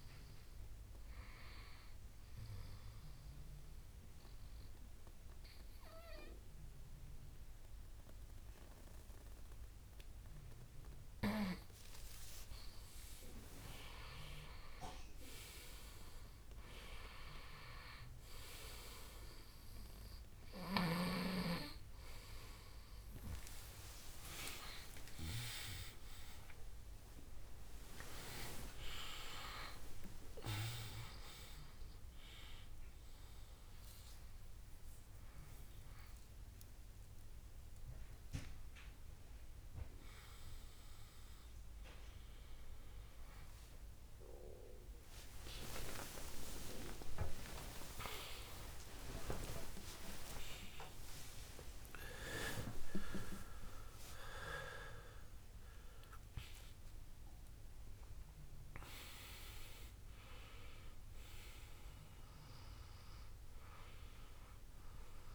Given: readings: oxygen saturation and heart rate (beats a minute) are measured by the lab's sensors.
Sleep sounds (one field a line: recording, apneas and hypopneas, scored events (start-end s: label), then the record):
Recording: a person awake in a sleep study, by a room microphone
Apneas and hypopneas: none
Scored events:
29.00-65.35 s: new sleep stage, awake
49.50-51.50 s: long interval between heartbeats (device-marked, heart rate 80 before, 88 extreme)
53.00-55.00 s: long interval between heartbeats (device-marked, heart rate 81 before, 96 extreme)
From the record:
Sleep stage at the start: N2 (light sleep)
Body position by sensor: on the right side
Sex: male